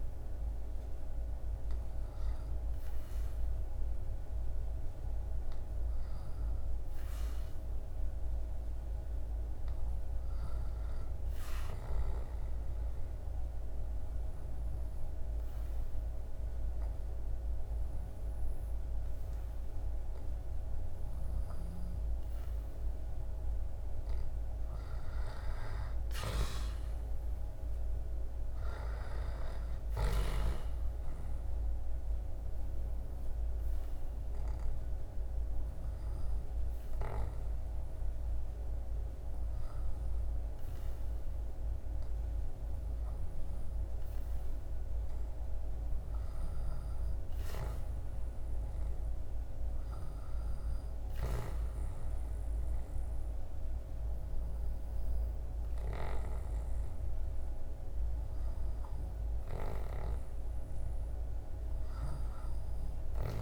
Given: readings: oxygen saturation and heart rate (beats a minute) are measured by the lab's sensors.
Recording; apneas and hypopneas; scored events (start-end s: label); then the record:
breathing in sleep, hard to hear, by a room microphone; 2
10.50-22.00 s: obstructive apnea (oxygen 99% before, 93% lowest, heart rate 75 before, 69 extreme, up 5 after)
23.50-26.50 s: arousal
30.50-46.50 s: obstructive apnea (oxygen 98% before, 93% lowest, heart rate 75 before, 69 extreme, up 10 after)
31.50-49.50 s: oxygen desaturation (device-marked, oxygen 96% before, 93% lowest, heart rate 75 before, 69 extreme)
49.00-53.50 s: arousal
From the record:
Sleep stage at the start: N2 (light sleep); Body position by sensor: on the back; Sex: male